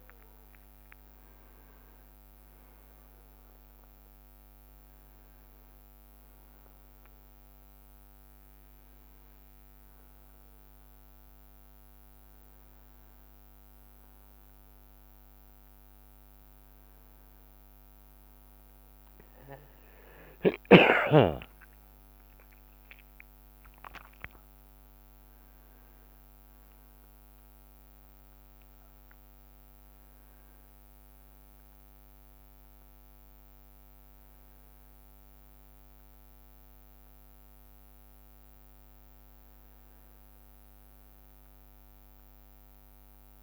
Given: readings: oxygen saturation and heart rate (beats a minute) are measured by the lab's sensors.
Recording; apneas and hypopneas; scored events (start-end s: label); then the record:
breathing in sleep by a microphone on the trachea; none
0.00-2.00 s: arousal
20.50-22.50 s: leg movement (device-marked)
From the record:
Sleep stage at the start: N1 (lightest sleep); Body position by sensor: on the right side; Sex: male